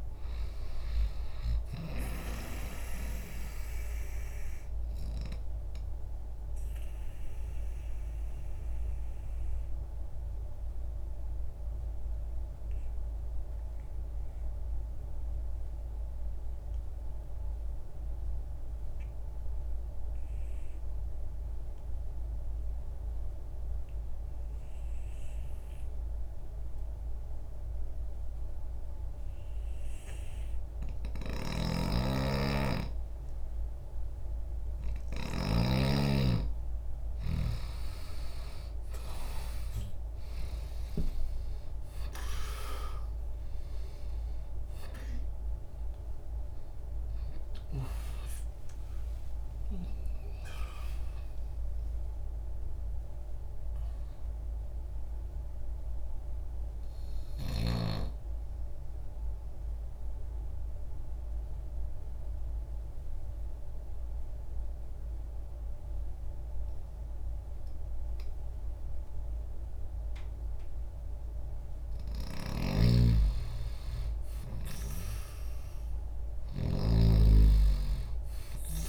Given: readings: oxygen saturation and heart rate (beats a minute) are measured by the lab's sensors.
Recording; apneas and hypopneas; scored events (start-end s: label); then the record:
breathing in sleep by a room microphone; 2
0.00-27.50 s: oxygen desaturation (device-marked, oxygen 83% lowest, heart rate 60 extreme)
3.50-32.00 s: obstructive apnea (oxygen 97% before, 83% lowest, heart rate 60 before, 60 extreme, up 0 after)
31.00-35.50 s: snoring (device-marked)
34.50-38.50 s: arousal
48.00-52.50 s: arousal
56.50-71.00 s: obstructive apnea (oxygen 97% before, 84% lowest, heart rate 75 before, 60 extreme, up 2 after)
61.50-73.50 s: oxygen desaturation (device-marked, oxygen 92% before, 84% lowest, heart rate 78 before, 60 extreme)
72.50-78.89 s: snoring (device-marked)
73.50-78.00 s: arousal
From the record:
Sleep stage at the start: N2 (light sleep); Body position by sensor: on the left side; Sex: male